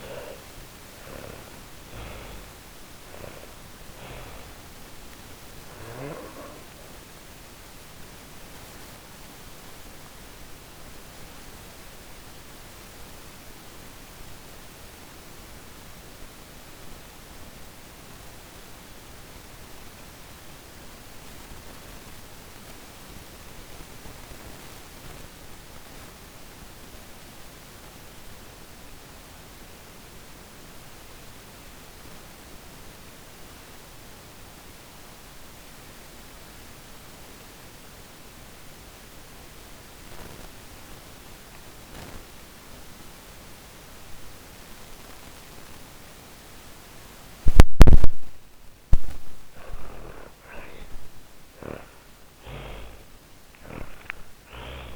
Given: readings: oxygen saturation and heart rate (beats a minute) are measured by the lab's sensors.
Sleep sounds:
breathing in sleep by a microphone on the trachea; 1
0.00-22.50 s: oxygen desaturation (device-marked, oxygen 74% lowest, heart rate 43 extreme)
3.50-46.50 s: obstructive apnea (oxygen 99% before, 74% lowest, heart rate 119 before, 40 extreme)
34.50-54.96 s: oxygen desaturation (device-marked, oxygen 99% before, 75% lowest, heart rate 57 before, 40 extreme)
51.00-54.96 s: arousal
From the record:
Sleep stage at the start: N2 (light sleep); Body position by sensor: on the back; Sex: female

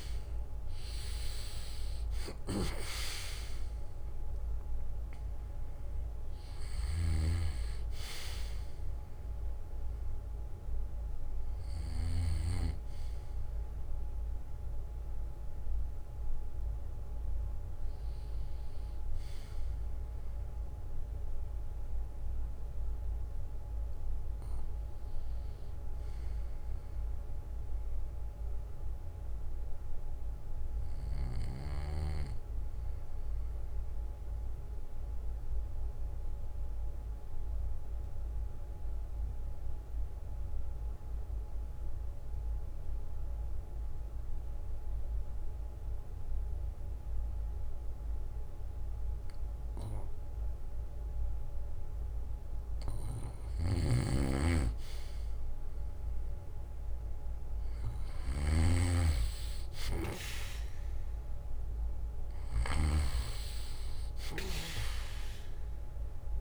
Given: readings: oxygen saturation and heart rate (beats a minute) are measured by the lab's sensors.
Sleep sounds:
breathing in sleep by a room microphone; 1
0.00-2.00 s: oxygen desaturation (device-marked, oxygen 92% lowest, heart rate 62 extreme)
22.00-35.00 s: oxygen desaturation (device-marked, oxygen 95% before, 89% lowest, heart rate 68 before, 59 extreme)
26.00-30.00 s: arousal
32.50-52.00 s: obstructive apnea (oxygen 95% before, 90% lowest, heart rate 65 before, 59 extreme, up 8 after)
44.00-66.41 s: new sleep stage, REM sleep
53.50-58.50 s: snoring (device-marked)
56.00-60.00 s: arousal
59.00-66.41 s: oxygen desaturation (device-marked, oxygen 97% before, 90% lowest, heart rate 65 before, 57 extreme)
From the record:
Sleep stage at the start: N2 (light sleep); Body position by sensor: on the back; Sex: male

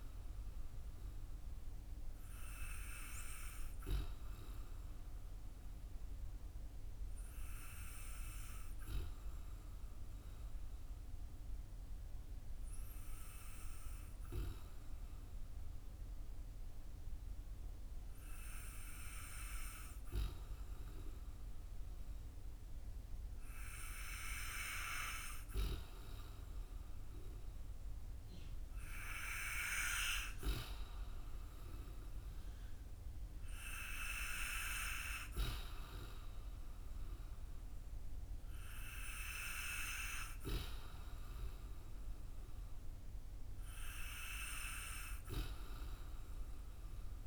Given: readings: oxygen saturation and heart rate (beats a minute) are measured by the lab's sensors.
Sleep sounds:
breathing in sleep by a room microphone; 1
0.00-22.50 s: oxygen desaturation (device-marked, oxygen 92% lowest, heart rate 52 extreme)
4.00-24.50 s: obstructive apnea (oxygen 96% before, 92% lowest, heart rate 55 before, 52 extreme, up 5 after)
27.00-31.00 s: arousal
From the record:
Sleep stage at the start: N2 (light sleep); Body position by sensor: on the back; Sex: male

